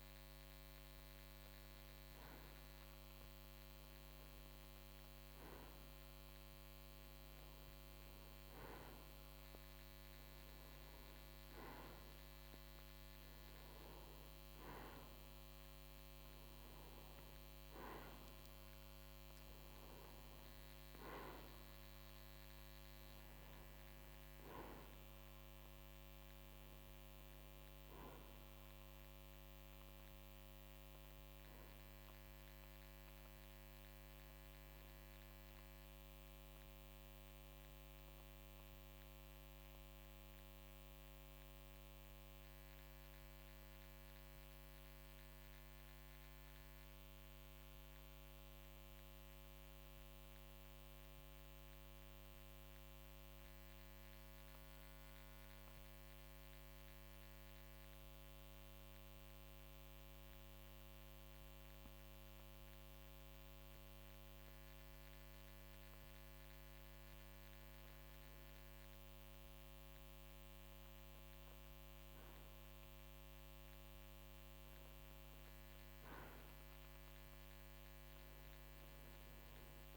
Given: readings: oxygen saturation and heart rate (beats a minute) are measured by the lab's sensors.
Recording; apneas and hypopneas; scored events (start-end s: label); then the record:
breathing in sleep, hard to hear, by a microphone on the trachea; 1
0.00-4.50 s: arousal
26.00-53.00 s: oxygen desaturation (device-marked, oxygen 94% before, 91% lowest, heart rate 56 before, 50 extreme)
41.50-68.50 s: mixed apnea (oxygen 94% before, 91% lowest, heart rate 56 before, 50 extreme, up 6 after)
71.00-75.00 s: arousal
From the record:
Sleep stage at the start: N2 (light sleep); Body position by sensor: on the right side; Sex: male